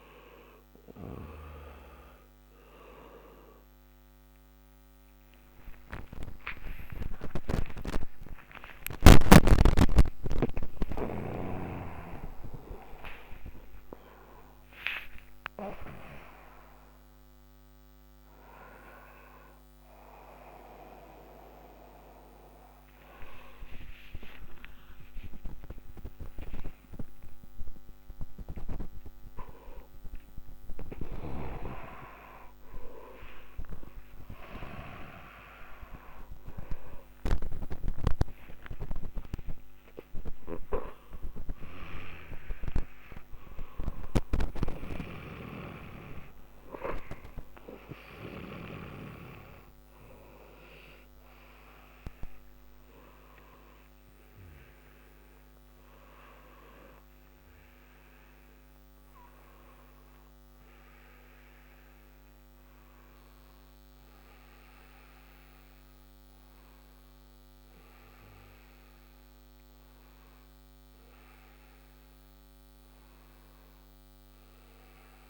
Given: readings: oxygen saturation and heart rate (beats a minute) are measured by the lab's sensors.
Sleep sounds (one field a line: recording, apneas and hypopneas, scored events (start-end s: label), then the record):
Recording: a person awake in a sleep study, by a microphone on the trachea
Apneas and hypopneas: none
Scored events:
19.50-27.50 s: oxygen desaturation (device-marked, oxygen 96% before, 92% lowest, heart rate 102 before, 47 extreme)
From the record:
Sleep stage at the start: awake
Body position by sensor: upright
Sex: male